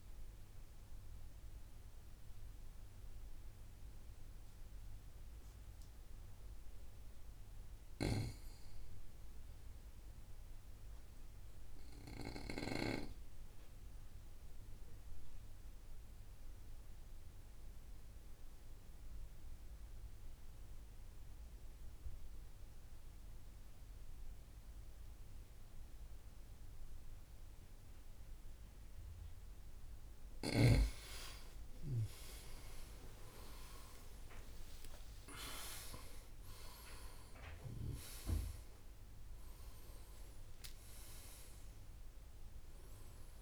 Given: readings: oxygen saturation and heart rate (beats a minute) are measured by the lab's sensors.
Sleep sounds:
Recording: breathing in sleep by a room microphone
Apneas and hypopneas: 1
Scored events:
12.00-30.00 s: obstructive apnea (oxygen 96% before, 89% lowest, heart rate 56 before, 55 extreme, up 31 after)
31.00-35.50 s: arousal
31.00-43.42 s: oxygen desaturation (device-marked, oxygen 94% before, 90% lowest, heart rate 57 before, 59 extreme)
39.00-43.42 s: new sleep stage, N2 (light sleep)
From the record:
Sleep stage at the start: REM sleep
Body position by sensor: on the right side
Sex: male

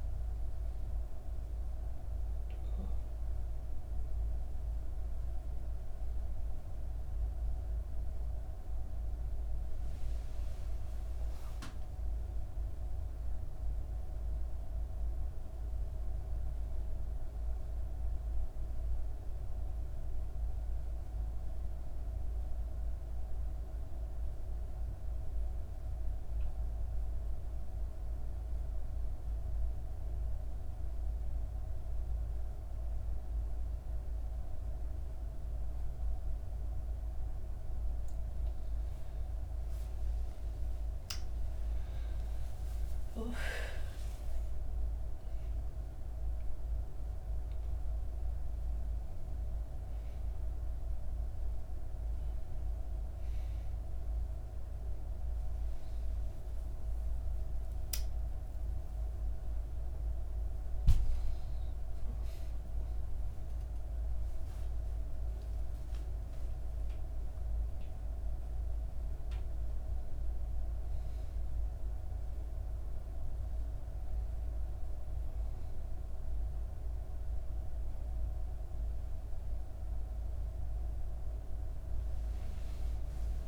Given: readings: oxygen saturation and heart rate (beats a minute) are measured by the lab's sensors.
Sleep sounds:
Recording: breathing in sleep, hard to hear, by a room microphone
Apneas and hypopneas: 1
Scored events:
0.00-6.50 s: oxygen desaturation (device-marked, oxygen 87% lowest, heart rate 61 extreme)
8.50-12.50 s: arousal
15.50-37.50 s: obstructive apnea (oxygen 98% before, 89% lowest, heart rate 64 before, 60 extreme, up 8 after)
33.50-63.50 s: oxygen desaturation (device-marked, oxygen 97% before, 89% lowest, heart rate 64 before, 62 extreme)
33.50-83.48 s: new sleep stage, N1 (lightest sleep)
39.00-43.00 s: arousal
From the record:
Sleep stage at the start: N2 (light sleep)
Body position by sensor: on the back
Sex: female

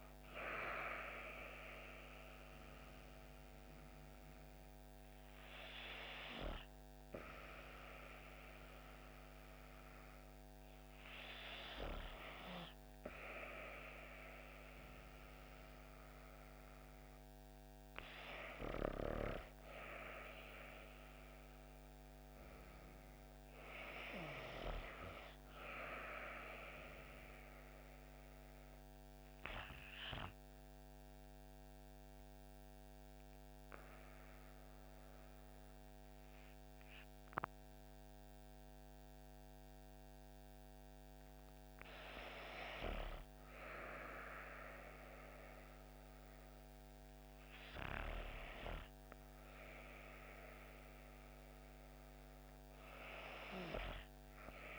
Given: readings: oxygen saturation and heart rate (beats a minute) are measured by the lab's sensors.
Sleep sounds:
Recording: breathing in sleep by a microphone on the trachea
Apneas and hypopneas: 1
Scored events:
18.00-23.00 s: arousal
26.50-43.50 s: obstructive apnea (oxygen 96% before, 92% lowest)
46.00-49.00 s: arousal
From the record:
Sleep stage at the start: N2 (light sleep)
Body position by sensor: on the back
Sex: female

